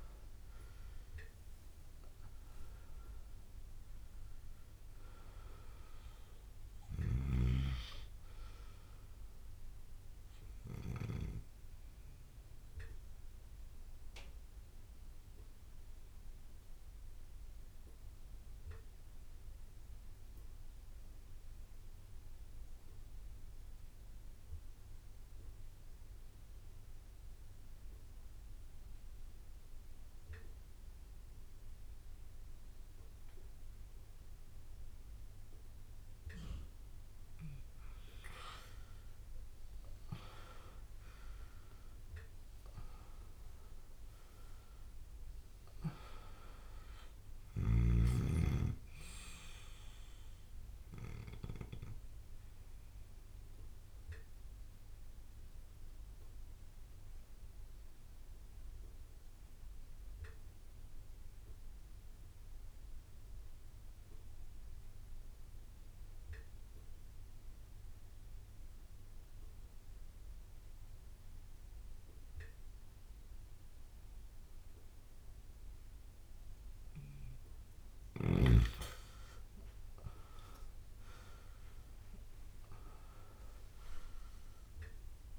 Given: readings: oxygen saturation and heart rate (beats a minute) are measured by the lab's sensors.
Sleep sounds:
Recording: breathing in sleep by a room microphone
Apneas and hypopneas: 2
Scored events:
5.50-25.50 s: oxygen desaturation (device-marked, oxygen 98% before, 90% lowest)
12.00-37.00 s: obstructive apnea (oxygen 100% before, 90% lowest)
38.50-63.50 s: oxygen desaturation (device-marked, oxygen 99% before, 91% lowest)
39.50-43.00 s: arousal
39.50-63.50 s: bradycardia (device-marked)
52.00-77.50 s: obstructive apnea (oxygen 100% before, 90% lowest)
79.50-85.39 s: oxygen desaturation (device-marked, oxygen 99% before, 90% lowest)
81.50-85.39 s: arousal
82.00-84.00 s: long interval between heartbeats (device-marked)
82.50-85.39 s: bradycardia (device-marked)
From the record:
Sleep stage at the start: N2 (light sleep)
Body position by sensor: on the back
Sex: male

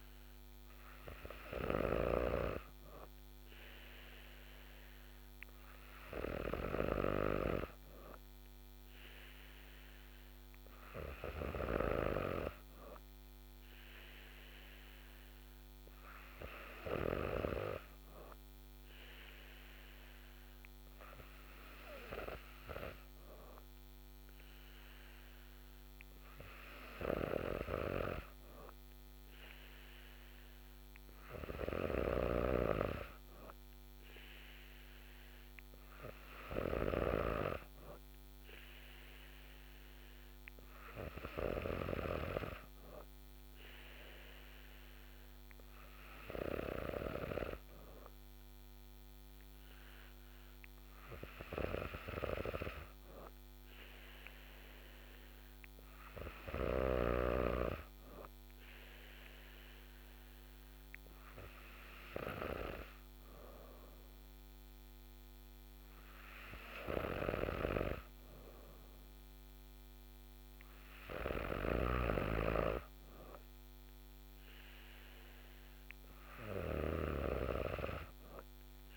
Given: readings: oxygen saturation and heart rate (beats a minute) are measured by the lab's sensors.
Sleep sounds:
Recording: breathing in sleep by a microphone on the trachea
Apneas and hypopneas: none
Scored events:
1.50-12.00 s: snoring (device-marked)
32.00-42.00 s: snoring (device-marked)
67.00-78.97 s: snoring (device-marked)
From the record:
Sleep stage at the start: N3 (deep sleep)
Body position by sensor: on the back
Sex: female

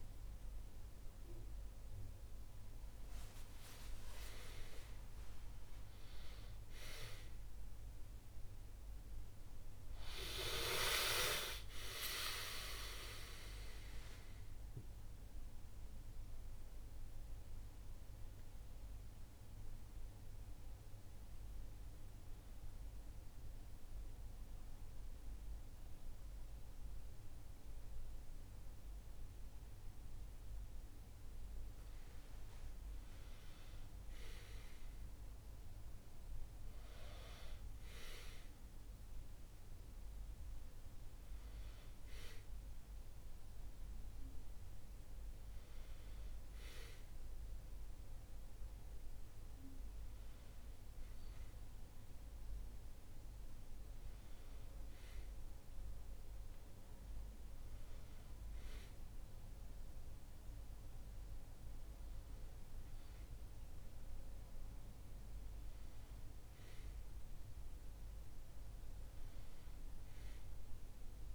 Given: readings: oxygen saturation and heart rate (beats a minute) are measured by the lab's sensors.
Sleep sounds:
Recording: a person partly awake in a sleep study, by a room microphone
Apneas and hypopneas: none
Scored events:
17.50-71.35 s: new sleep stage, N1 (lightest sleep)
From the record:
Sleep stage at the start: awake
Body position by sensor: on the back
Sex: male

